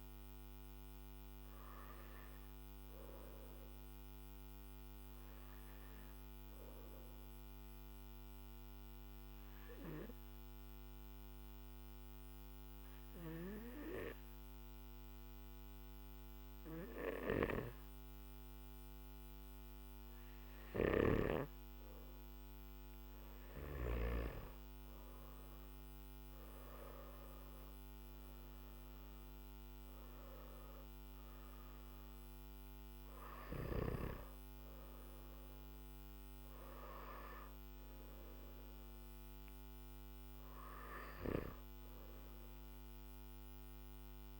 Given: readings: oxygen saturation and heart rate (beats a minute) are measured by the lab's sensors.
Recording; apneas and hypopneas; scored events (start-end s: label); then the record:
breathing in sleep by a microphone on the trachea; 1
0.00-11.50 s: oxygen desaturation (device-marked, oxygen 94% lowest, heart rate 52 extreme)
6.00-21.00 s: obstructive apnea (oxygen 98% before, 91% lowest, heart rate 54 before, 52 extreme, up 8 after)
26.50-37.50 s: oxygen desaturation (device-marked, oxygen 97% before, 93% lowest, heart rate 54 before, 48 extreme)
39.50-44.40 s: oxygen desaturation (device-marked, oxygen 96% before, 93% lowest, heart rate 56 before, 48 extreme)
From the record:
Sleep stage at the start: N3 (deep sleep); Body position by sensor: on the back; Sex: male